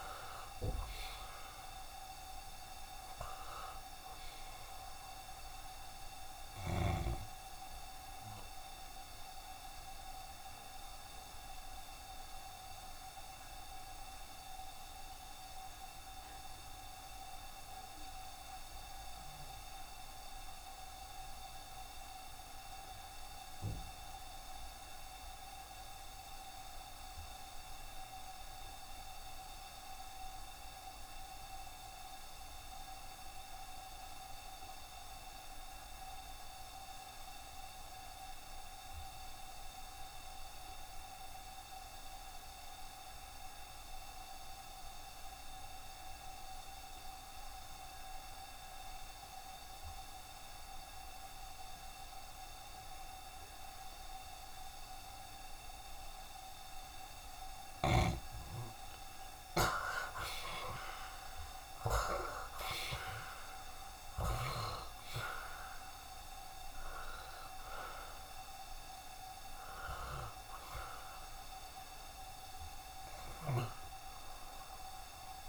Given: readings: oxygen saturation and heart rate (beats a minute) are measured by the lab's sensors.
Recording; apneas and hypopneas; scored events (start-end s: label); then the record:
breathing in sleep by a room microphone; 1
0.00-24.50 s: oxygen desaturation (device-marked, oxygen 72% lowest, heart rate 69 extreme)
9.50-57.50 s: obstructive apnea (oxygen 88% before, 69% lowest, heart rate 74 before, 69 extreme, up 3 after)
16.00-18.00 s: long interval between heartbeats (device-marked, heart rate 74 before, 88 extreme)
33.50-75.48 s: oxygen desaturation (device-marked, oxygen 92% before, 69% lowest, heart rate 76 before, 66 extreme)
59.00-63.50 s: arousal
From the record:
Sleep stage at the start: N2 (light sleep); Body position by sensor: on the back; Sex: male